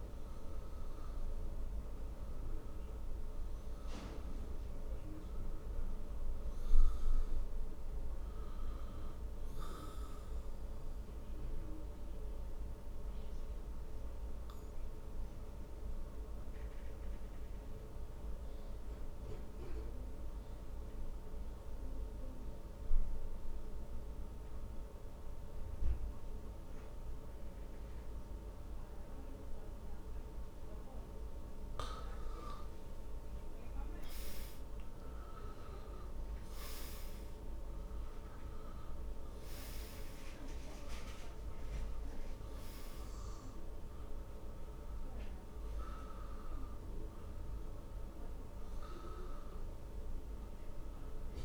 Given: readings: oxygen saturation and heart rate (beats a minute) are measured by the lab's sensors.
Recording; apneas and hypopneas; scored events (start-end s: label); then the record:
breathing in sleep, hard to hear, by a room microphone; 1
0.00-17.50 s: oxygen desaturation (device-marked, oxygen 86% lowest, heart rate 56 extreme)
11.50-32.00 s: obstructive apnea (oxygen 94% before, 86% lowest, heart rate 70 before, 57 extreme, up 14 after)
32.50-51.45 s: oxygen desaturation (device-marked, oxygen 97% before, 86% lowest, heart rate 58 before, 55 extreme)
33.50-38.00 s: arousal
From the record:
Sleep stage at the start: N2 (light sleep); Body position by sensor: on the back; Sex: male